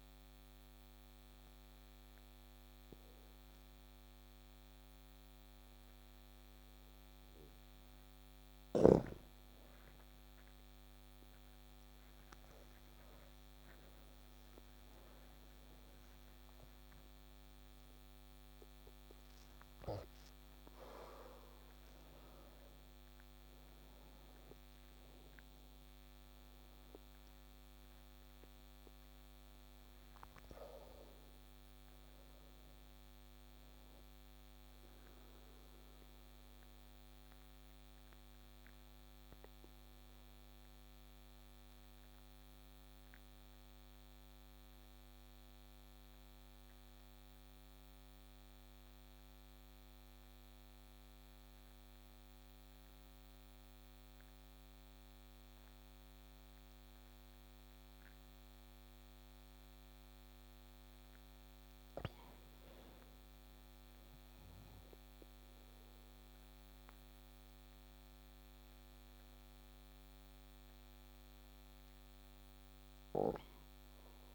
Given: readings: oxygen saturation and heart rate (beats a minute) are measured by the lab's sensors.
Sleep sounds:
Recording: breathing in sleep, hard to hear, by a microphone on the trachea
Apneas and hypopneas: 1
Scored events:
0.00-1.00 s: arousal
0.00-12.50 s: oxygen desaturation (device-marked, oxygen 93% lowest)
9.50-39.50 s: new sleep stage, N1 (lightest sleep)
26.50-30.50 s: arousal
34.50-60.00 s: obstructive apnea (oxygen 94% before, 92% lowest)
39.50-74.35 s: new sleep stage, N2 (light sleep)
62.00-66.00 s: arousal
From the record:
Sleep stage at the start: N2 (light sleep)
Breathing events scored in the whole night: 249 in 4.6 hours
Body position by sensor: on the back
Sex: male

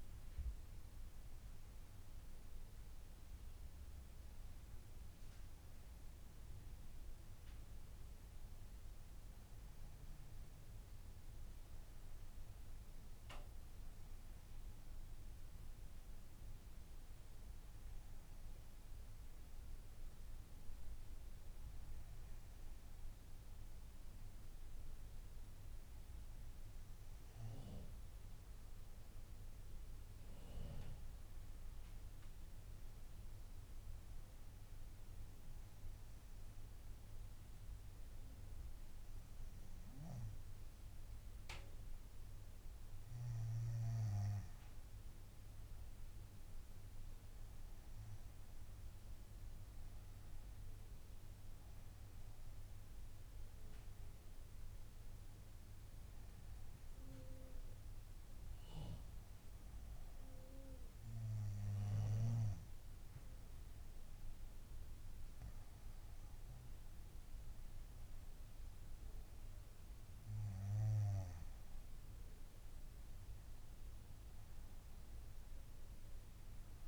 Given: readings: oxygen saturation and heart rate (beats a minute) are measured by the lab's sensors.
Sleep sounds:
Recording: breathing in sleep by a room microphone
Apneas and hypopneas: none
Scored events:
none scored
From the record:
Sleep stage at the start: N2 (light sleep)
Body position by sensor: on the front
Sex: female

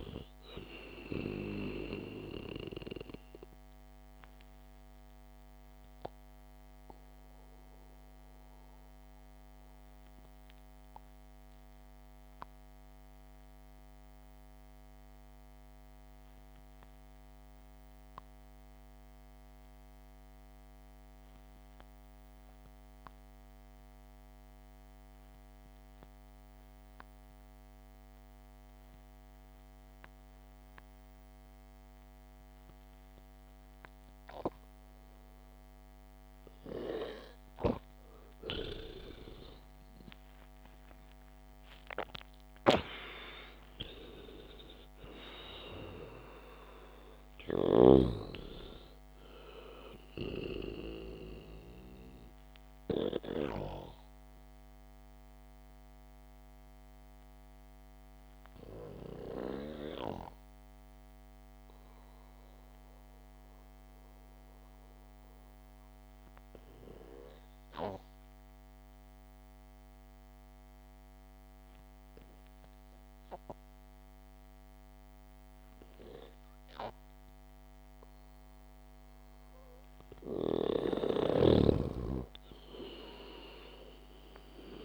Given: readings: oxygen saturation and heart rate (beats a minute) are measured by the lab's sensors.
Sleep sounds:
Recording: breathing in sleep by a microphone on the trachea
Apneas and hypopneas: 2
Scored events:
4.50-38.00 s: obstructive apnea (oxygen 98% before, 89% lowest, heart rate 59 before, 57 extreme, up 9 after)
10.00-23.00 s: oxygen desaturation (device-marked, oxygen 95% before, 89% lowest, heart rate 59 before, 57 extreme)
39.00-43.00 s: arousal
49.00-54.00 s: oxygen desaturation (device-marked, oxygen 94% before, 91% lowest, heart rate 63 before, 64 extreme)
54.50-79.00 s: mixed apnea (oxygen 98% before, 90% lowest, heart rate 64 before, 58 extreme, up 1 after)
59.00-68.00 s: oxygen desaturation (device-marked, oxygen 93% before, 90% lowest, heart rate 66 before, 59 extreme)
81.50-84.85 s: snoring (device-marked)
82.00-84.85 s: arousal
From the record:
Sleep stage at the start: N2 (light sleep)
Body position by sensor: on the back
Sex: male

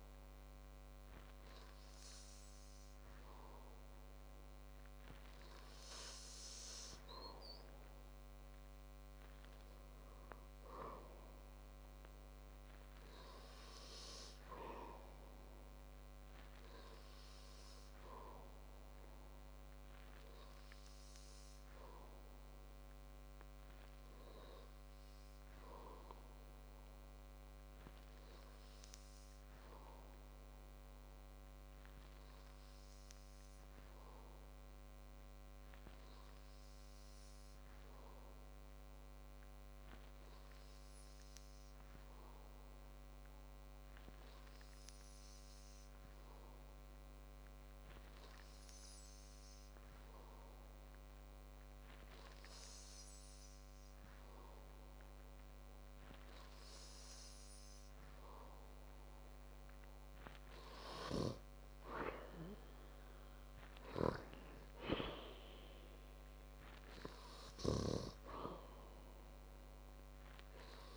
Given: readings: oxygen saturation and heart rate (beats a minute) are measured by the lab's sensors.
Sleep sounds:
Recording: breathing in sleep by a microphone on the trachea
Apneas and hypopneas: 1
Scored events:
20.50-58.50 s: hypopnea (oxygen 96% before, 92% lowest, heart rate 69 before, 53 extreme, up 5 after)
65.50-69.00 s: arousal
From the record:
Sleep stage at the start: N2 (light sleep)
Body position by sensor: on the back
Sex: male

